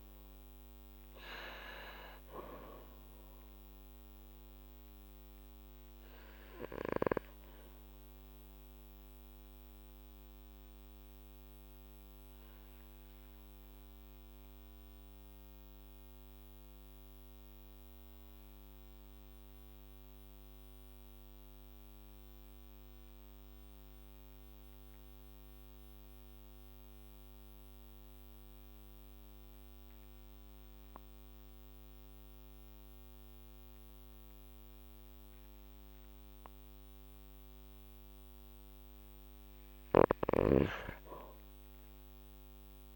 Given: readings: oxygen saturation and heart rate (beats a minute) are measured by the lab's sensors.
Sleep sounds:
breathing in sleep by a microphone on the trachea; 1
0.00-1.50 s: arousal
0.00-7.00 s: oxygen desaturation (device-marked, oxygen 95% lowest, heart rate 51 extreme)
4.50-38.00 s: obstructive apnea (oxygen 98% before, 95% lowest, heart rate 52 before, 49 extreme, up 5 after)
35.00-42.96 s: oxygen desaturation (device-marked, oxygen 98% before, 95% lowest, heart rate 52 before, 49 extreme)
40.50-42.96 s: arousal
From the record:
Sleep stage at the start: N2 (light sleep); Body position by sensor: on the back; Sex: male

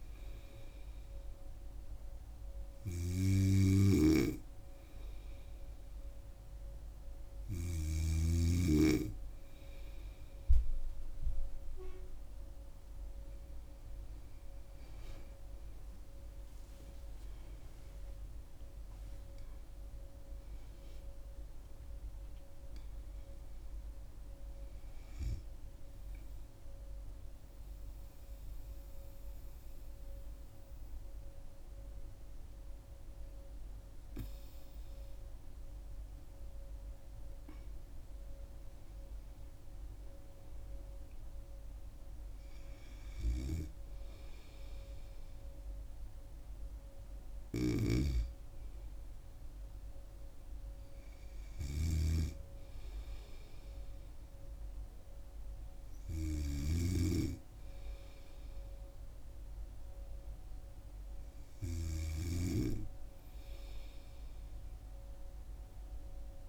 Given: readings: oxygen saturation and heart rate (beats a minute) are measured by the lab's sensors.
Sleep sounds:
breathing in sleep by a room microphone; none
0.00-8.00 s: snoring (device-marked)
18.50-24.00 s: arousal
47.50-66.49 s: snoring (device-marked)
From the record:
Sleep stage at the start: N2 (light sleep); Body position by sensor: on the back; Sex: female

